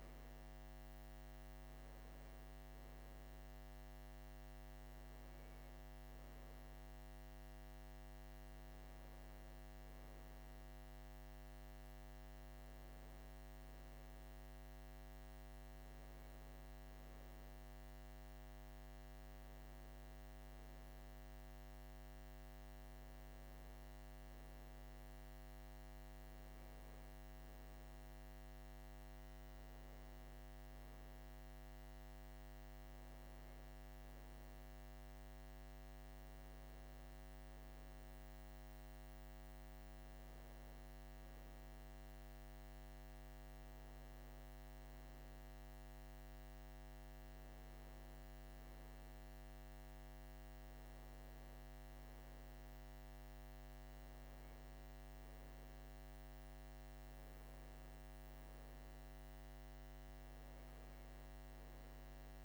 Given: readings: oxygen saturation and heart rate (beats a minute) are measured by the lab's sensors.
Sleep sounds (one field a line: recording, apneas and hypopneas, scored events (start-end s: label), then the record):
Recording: breathing in sleep, hard to hear, by a microphone on the trachea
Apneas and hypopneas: none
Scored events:
none scored
From the record:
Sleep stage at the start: N2 (light sleep)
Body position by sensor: on the right side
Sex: male